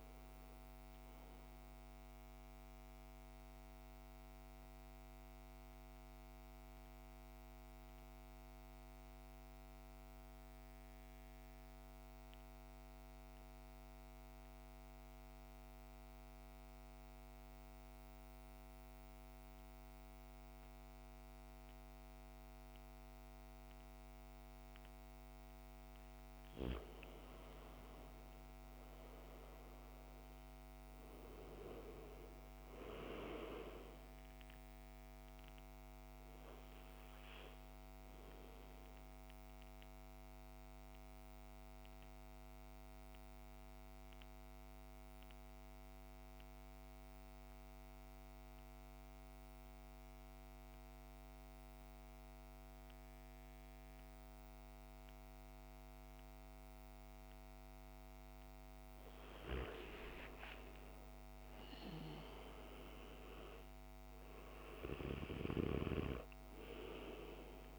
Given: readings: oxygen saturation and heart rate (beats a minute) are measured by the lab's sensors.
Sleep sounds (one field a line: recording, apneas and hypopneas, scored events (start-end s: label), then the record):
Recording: breathing in sleep by a microphone on the trachea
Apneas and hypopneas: 2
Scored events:
0.00-2.00 s: oxygen desaturation (device-marked, oxygen 85% lowest, heart rate 54 extreme)
2.50-25.00 s: central apnea (oxygen 99% before, 84% lowest, heart rate 65 before, 54 extreme, up 7 after)
4.00-18.00 s: oxygen desaturation (device-marked, oxygen 90% before, 86% lowest, heart rate 64 before, 54 extreme)
27.00-31.00 s: arousal
29.00-57.00 s: oxygen desaturation (device-marked, oxygen 100% before, 84% lowest, heart rate 57 before, 52 extreme)
38.00-57.50 s: central apnea (oxygen 100% before, 82% lowest, heart rate 60 before, 52 extreme, up 7 after)
59.50-63.50 s: arousal
From the record:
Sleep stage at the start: N2 (light sleep)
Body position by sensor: on the back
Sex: male